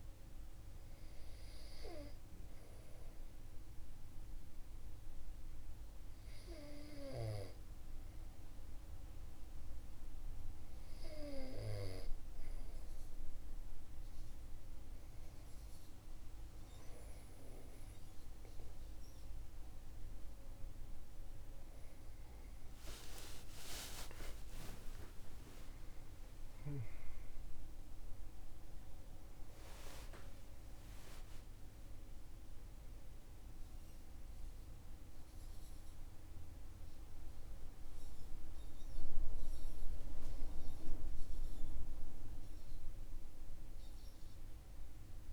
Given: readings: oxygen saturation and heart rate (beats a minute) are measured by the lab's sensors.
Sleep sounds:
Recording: breathing in sleep by a room microphone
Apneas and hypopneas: none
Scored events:
22.00-26.50 s: arousal
From the record:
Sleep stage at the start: REM sleep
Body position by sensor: on the back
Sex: male

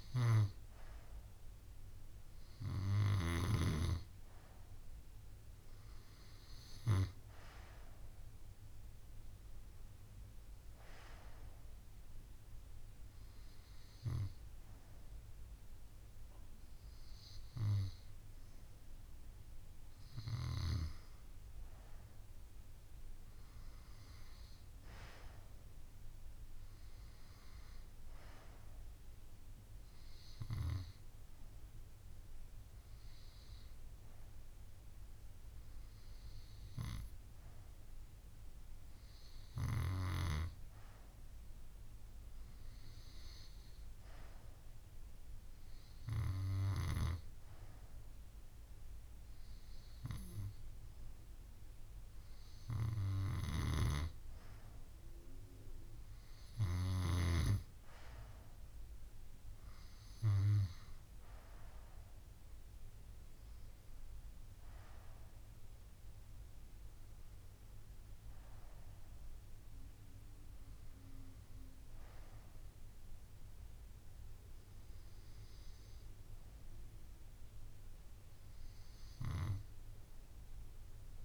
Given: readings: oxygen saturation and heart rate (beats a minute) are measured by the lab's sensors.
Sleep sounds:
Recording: breathing in sleep by a room microphone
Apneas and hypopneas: none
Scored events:
none scored
From the record:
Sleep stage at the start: N2 (light sleep)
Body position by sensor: on the right side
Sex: female

